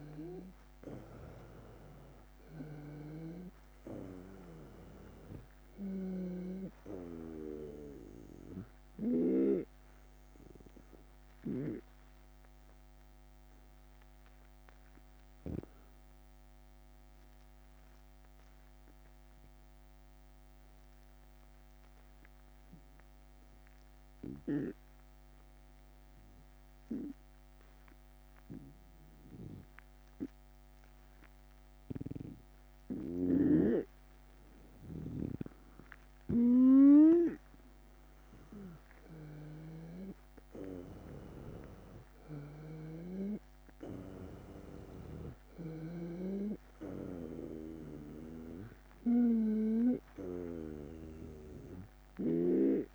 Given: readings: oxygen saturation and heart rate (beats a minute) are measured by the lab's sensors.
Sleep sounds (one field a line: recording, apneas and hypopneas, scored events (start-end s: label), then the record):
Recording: breathing in sleep by a microphone on the trachea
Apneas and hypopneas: 1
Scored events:
0.00-21.00 s: oxygen desaturation (device-marked, oxygen 91% lowest, heart rate 76 extreme)
2.50-9.00 s: snoring (device-marked)
7.50-33.50 s: obstructive apnea (oxygen 98% before, 91% lowest, heart rate 78 before, 76 extreme, up 5 after)
32.50-49.50 s: snoring (device-marked)
38.00-43.00 s: arousal
39.00-52.95 s: oxygen desaturation (device-marked, oxygen 96% before, 92% lowest, heart rate 77 before, 72 extreme)
From the record:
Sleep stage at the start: N2 (light sleep)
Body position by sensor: on the right side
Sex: male